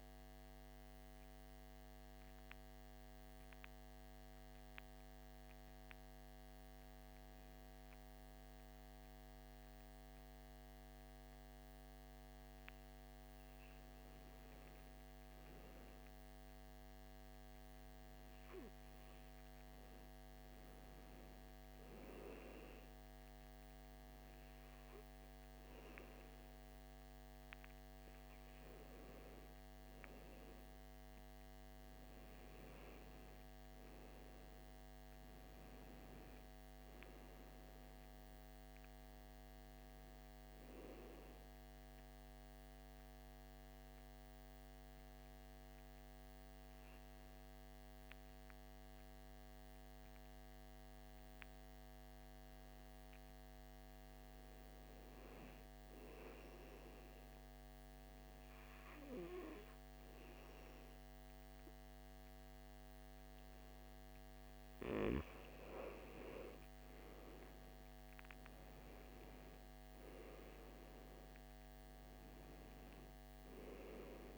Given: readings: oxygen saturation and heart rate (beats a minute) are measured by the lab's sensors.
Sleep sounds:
breathing in sleep, hard to hear, by a microphone on the trachea; 2
1.00-18.00 s: hypopnea (oxygen 98% before, 91% lowest, heart rate 67 before, 53 extreme, up 8 after)
18.00-37.00 s: oxygen desaturation (device-marked, oxygen 97% before, 91% lowest, heart rate 57 before, 57 extreme)
20.50-25.00 s: arousal
41.00-52.50 s: obstructive apnea (oxygen 97% before, 88% lowest, heart rate 62 before, 57 extreme, up 3 after)
55.00-59.50 s: arousal
64.00-73.00 s: oxygen desaturation (device-marked, oxygen 96% before, 92% lowest, heart rate 59 before, 54 extreme)
From the record:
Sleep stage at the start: N2 (light sleep); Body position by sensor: on the back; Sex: male

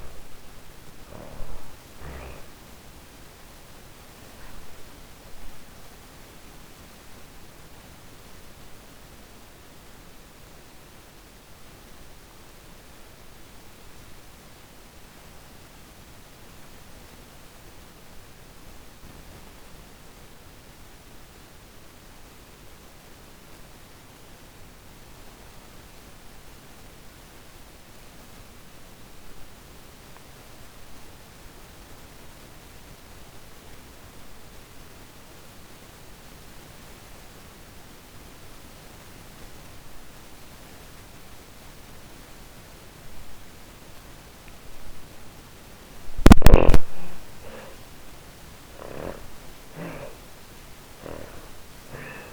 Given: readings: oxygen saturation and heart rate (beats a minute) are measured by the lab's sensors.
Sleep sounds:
breathing in sleep, hard to hear, by a microphone on the trachea; 1
0.00-21.00 s: oxygen desaturation (device-marked, oxygen 76% lowest, heart rate 38 extreme)
3.00-41.00 s: obstructive apnea (oxygen 97% before, 76% lowest, heart rate 62 before, 38 extreme, up 4 after)
29.00-52.33 s: oxygen desaturation (device-marked, oxygen 97% before, 76% lowest, heart rate 55 before, 38 extreme)
44.50-49.50 s: arousal
From the record:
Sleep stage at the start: N2 (light sleep); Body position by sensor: on the back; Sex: female

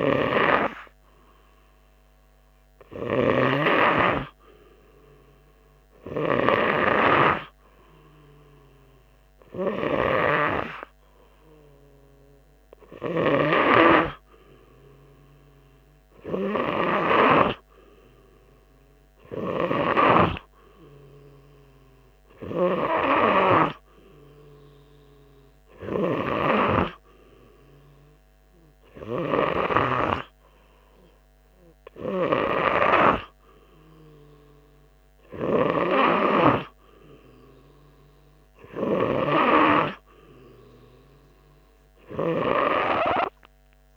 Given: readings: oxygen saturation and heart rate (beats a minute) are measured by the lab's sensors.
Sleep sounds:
breathing in sleep by a microphone on the trachea; none
none scored
From the record:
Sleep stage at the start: N3 (deep sleep); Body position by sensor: on the right side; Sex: male

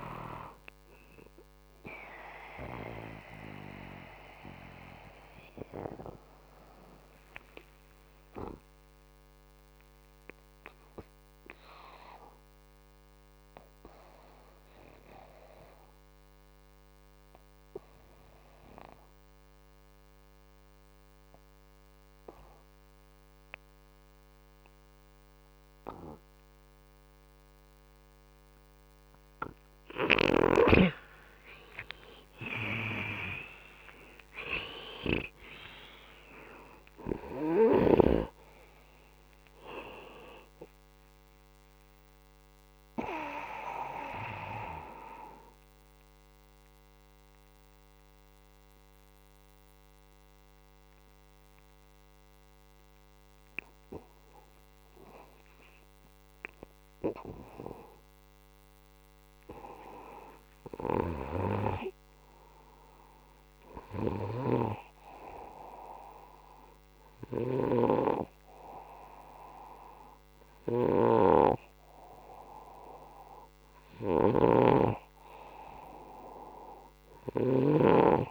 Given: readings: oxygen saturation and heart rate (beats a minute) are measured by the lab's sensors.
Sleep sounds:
breathing in sleep by a microphone on the trachea; 2
0.00-26.00 s: oxygen desaturation (device-marked, oxygen 87% lowest, heart rate 57 extreme)
3.50-28.00 s: obstructive apnea (oxygen 97% before, 87% lowest, heart rate 66 before, 63 extreme, up 26 after)
30.00-35.50 s: arousal
44.00-61.00 s: oxygen desaturation (device-marked, oxygen 96% before, 88% lowest, heart rate 74 before, 63 extreme)
45.50-58.50 s: obstructive apnea (oxygen 99% before, 88% lowest, heart rate 75 before, 63 extreme, up 7 after)
60.00-64.50 s: arousal
74.00-78.31 s: snoring (device-marked)
From the record:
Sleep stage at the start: N2 (light sleep); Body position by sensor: upright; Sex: male

